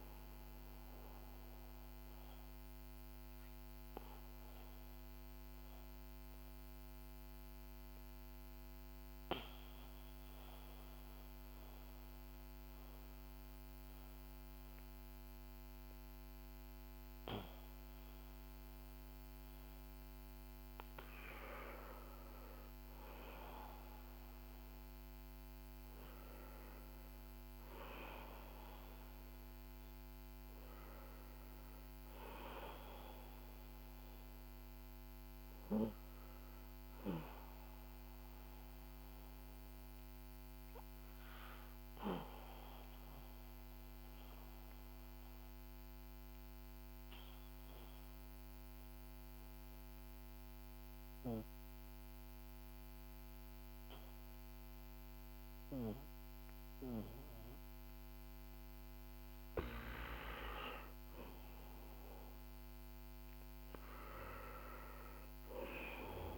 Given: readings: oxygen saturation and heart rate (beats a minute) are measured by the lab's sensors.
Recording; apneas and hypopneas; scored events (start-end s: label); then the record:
breathing in sleep by a microphone on the trachea; 2
0.00-13.00 s: oxygen desaturation (device-marked, oxygen 95% before, 92% lowest, heart rate 55 before, 48 extreme)
1.00-20.50 s: obstructive apnea (oxygen 96% before, 92% lowest, heart rate 55 before, 48 extreme, up 8 after)
22.50-27.00 s: arousal
41.00-59.50 s: obstructive apnea (oxygen 96% before, 92% lowest, heart rate 54 before, 42 extreme, up 16 after)
61.00-66.00 s: arousal
From the record:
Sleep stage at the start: N2 (light sleep); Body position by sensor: on the back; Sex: male